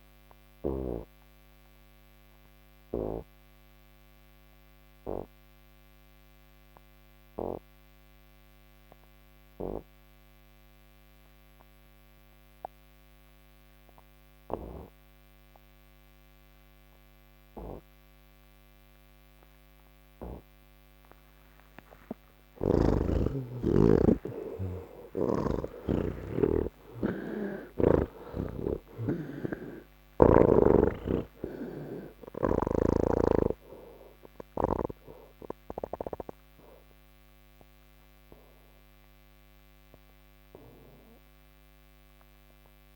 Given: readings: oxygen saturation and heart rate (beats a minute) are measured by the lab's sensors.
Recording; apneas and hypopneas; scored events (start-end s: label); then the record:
breathing in sleep by a microphone on the trachea; none
40.50-42.96 s: oxygen desaturation (device-marked, oxygen 95% before, 87% lowest, heart rate 78 before, 69 extreme)
From the record:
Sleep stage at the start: N2 (light sleep); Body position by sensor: on the back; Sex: male